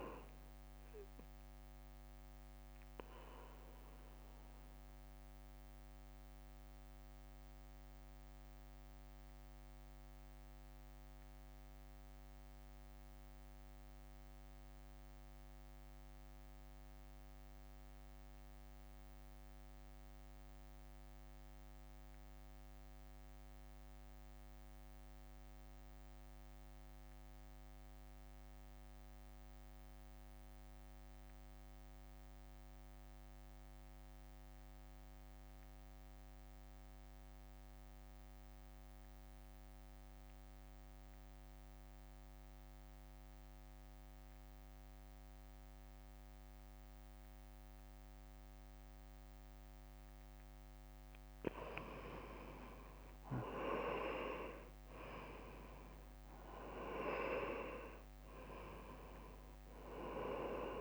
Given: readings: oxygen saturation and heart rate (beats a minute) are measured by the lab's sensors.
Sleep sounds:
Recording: breathing in sleep by a microphone on the trachea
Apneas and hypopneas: 1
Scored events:
0.00-4.00 s: oxygen desaturation (device-marked, oxygen 90% lowest, heart rate 54 extreme)
0.00-7.00 s: drop in pulse transit time (device-marked, heart rate 54 extreme)
2.00-50.50 s: mixed apnea (oxygen 99% before, 80% lowest, heart rate 60 before, 49 extreme, up 14 after)
16.00-33.00 s: oxygen desaturation (device-marked, oxygen 90% before, 84% lowest, heart rate 60 before, 49 extreme)
43.00-60.81 s: oxygen desaturation (device-marked, oxygen 99% before, 80% lowest, heart rate 58 before, 49 extreme)
52.50-56.50 s: arousal
55.00-60.81 s: drop in pulse transit time (device-marked, heart rate 54 before, 58 extreme)
From the record:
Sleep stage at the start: REM sleep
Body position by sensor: on the right side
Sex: male

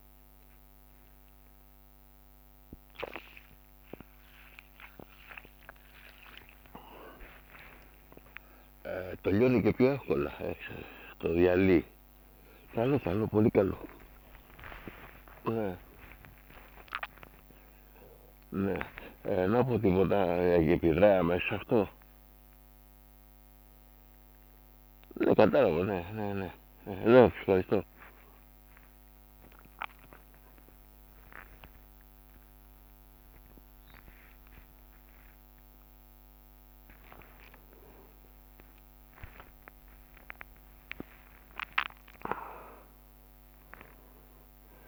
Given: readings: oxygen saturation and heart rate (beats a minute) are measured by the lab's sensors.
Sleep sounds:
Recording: a person awake in a sleep study, by a microphone on the trachea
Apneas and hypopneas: none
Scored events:
0.00-2.50 s: bradycardia (device-marked, heart rate 34 extreme)
0.00-5.50 s: oxygen desaturation (device-marked, oxygen 95% lowest, heart rate 34 extreme)
3.50-4.50 s: drop in pulse transit time (device-marked, heart rate 75 before, 56 extreme)
8.50-10.50 s: long interval between heartbeats (device-marked, heart rate 64 before, 88 extreme)
10.00-14.00 s: snoring (device-marked)
11.50-13.50 s: drop in pulse transit time (device-marked, heart rate 67 before, 88 extreme)
13.50-15.50 s: long interval between heartbeats (device-marked, heart rate 66 before, 79 extreme)
16.50-18.50 s: long interval between heartbeats (device-marked, heart rate 68 before, 73 extreme)
17.50-19.50 s: drop in pulse transit time (device-marked, heart rate 69 before, 73 extreme)
20.00-26.50 s: snoring (device-marked)
21.00-24.00 s: leg movement (device-marked)
26.50-44.88 s: bradycardia (device-marked)
30.50-32.50 s: long interval between heartbeats (device-marked)
33.50-35.50 s: long interval between heartbeats (device-marked)
36.00-38.00 s: long interval between heartbeats (device-marked, heart rate 57 before, 27 extreme)
36.50-38.50 s: drop in pulse transit time (device-marked, heart rate 55 before, 27 extreme)
38.00-40.00 s: long interval between heartbeats (device-marked, heart rate 52 before, 54 extreme)
42.00-44.00 s: long interval between heartbeats (device-marked, heart rate 47 before, 39 extreme)
From the record:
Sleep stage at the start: awake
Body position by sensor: on the back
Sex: male

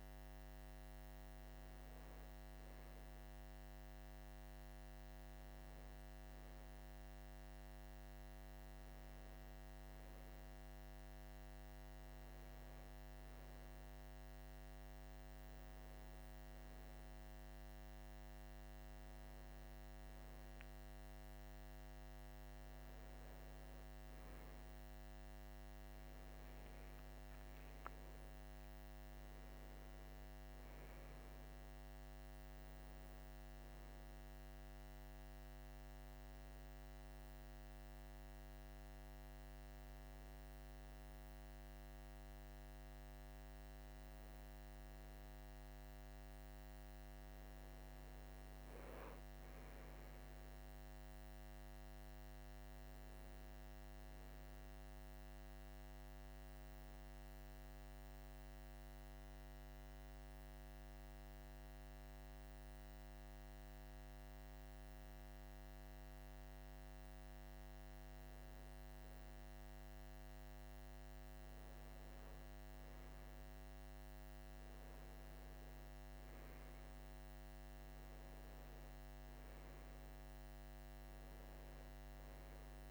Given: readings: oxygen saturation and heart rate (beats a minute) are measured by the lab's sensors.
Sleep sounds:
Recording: breathing in sleep, hard to hear, by a microphone on the trachea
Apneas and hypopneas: 1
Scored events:
24.50-29.00 s: arousal
54.50-66.50 s: hypopnea (oxygen 98% before, 96% lowest, heart rate 51 before, 47 extreme, up 7 after)
67.50-70.50 s: arousal
From the record:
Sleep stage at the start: N2 (light sleep)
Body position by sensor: on the right side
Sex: male

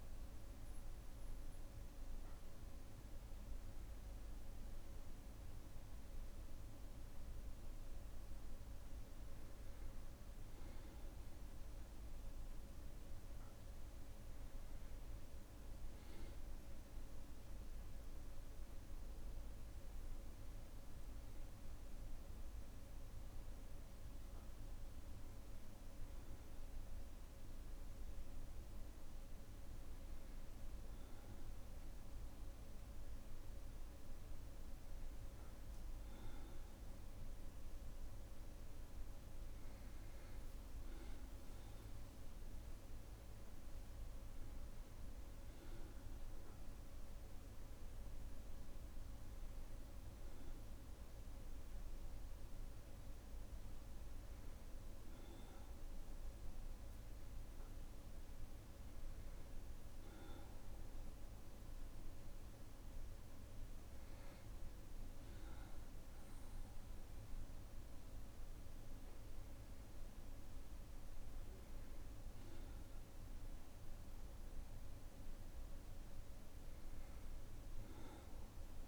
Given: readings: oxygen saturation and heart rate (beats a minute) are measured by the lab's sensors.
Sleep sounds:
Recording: a person partly awake in a sleep study, hard to hear, by a room microphone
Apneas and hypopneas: none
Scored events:
0.00-2.50 s: bradycardia (device-marked, heart rate 59 extreme)
5.50-35.50 s: new sleep stage, N1 (lightest sleep)
35.50-65.50 s: new sleep stage, awake
65.50-78.88 s: new sleep stage, N1 (lightest sleep)
From the record:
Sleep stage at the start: awake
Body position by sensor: on the back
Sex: male

